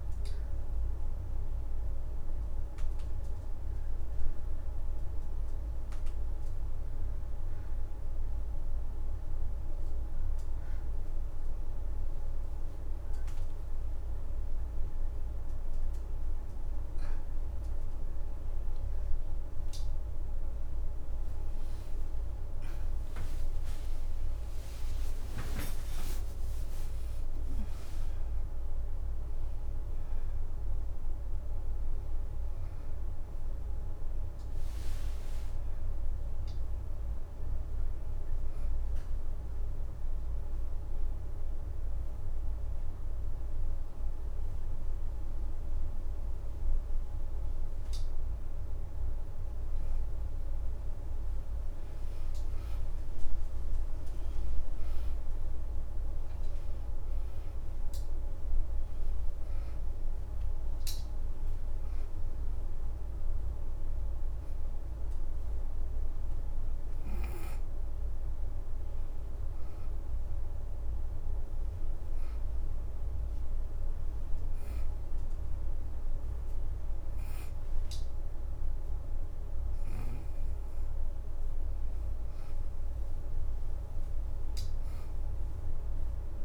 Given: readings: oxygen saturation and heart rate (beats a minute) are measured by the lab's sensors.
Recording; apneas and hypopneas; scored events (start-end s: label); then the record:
breathing in sleep, hard to hear, by a room microphone; 1
0.00-16.00 s: oxygen desaturation (device-marked, oxygen 84% lowest, heart rate 58 extreme)
3.50-8.50 s: leg movement (device-marked)
11.00-14.00 s: leg movement (device-marked)
21.50-26.00 s: arousal
30.00-86.45 s: new sleep stage, N2 (light sleep)
31.00-46.00 s: oxygen desaturation (device-marked, oxygen 95% before, 92% lowest, heart rate 123 before, 60 extreme)
41.00-51.50 s: hypopnea (oxygen 96% before, 86% lowest, heart rate 92 before, 74 extreme, up 5 after)
53.00-57.00 s: arousal
54.00-70.00 s: oxygen desaturation (device-marked, oxygen 95% before, 86% lowest, heart rate 74 before, 74 extreme)
71.00-75.00 s: leg movement (device-marked)
From the record:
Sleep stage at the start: N1 (lightest sleep); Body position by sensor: on the back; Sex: female